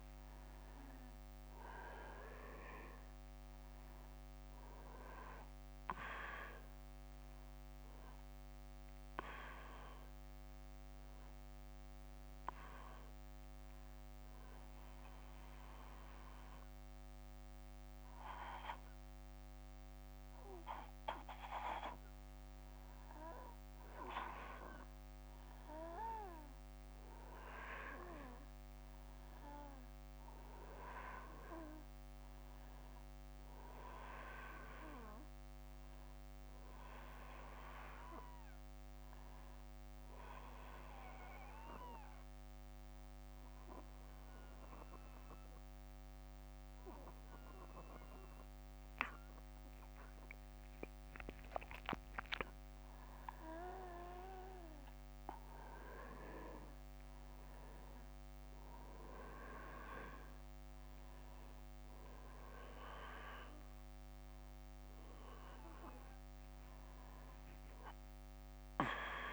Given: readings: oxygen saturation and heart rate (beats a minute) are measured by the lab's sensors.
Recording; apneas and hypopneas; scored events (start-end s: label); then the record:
breathing in sleep by a microphone on the trachea; 2
8.50-69.33 s: new sleep stage, N2 (light sleep)
10.00-21.00 s: obstructive apnea (oxygen 97% before, 93% lowest, heart rate 67 before, 61 extreme, up 3 after)
24.50-28.00 s: arousal
29.50-48.50 s: oxygen desaturation (device-marked, oxygen 97% before, 93% lowest, heart rate 63 before, 60 extreme)
41.00-53.00 s: obstructive apnea (oxygen 97% before, 93% lowest, heart rate 64 before, 60 extreme, up 10 after)
54.50-58.50 s: arousal
From the record:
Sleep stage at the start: N1 (lightest sleep); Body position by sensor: on the back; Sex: male